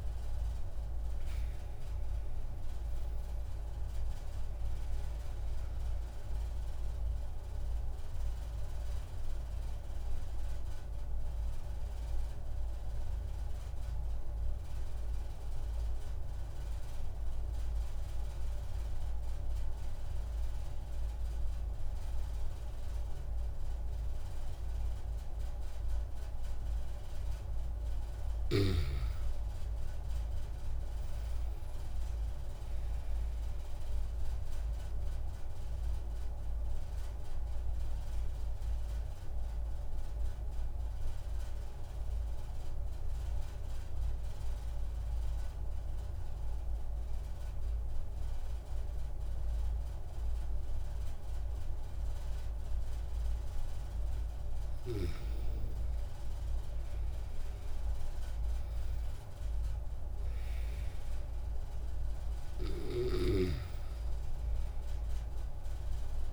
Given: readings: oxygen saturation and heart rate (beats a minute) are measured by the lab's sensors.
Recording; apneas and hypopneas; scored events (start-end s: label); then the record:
breathing in sleep, hard to hear, by a room microphone; 2
0.00-19.50 s: oxygen desaturation (device-marked, oxygen 92% lowest)
8.00-27.00 s: obstructive apnea (oxygen 97% before, 92% lowest)
28.00-32.00 s: arousal
32.50-51.50 s: oxygen desaturation (device-marked, oxygen 98% before, 93% lowest)
36.00-53.00 s: obstructive apnea (oxygen 98% before, 92% lowest)
55.00-59.50 s: arousal
From the record:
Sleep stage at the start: N2 (light sleep); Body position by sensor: on the back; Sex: male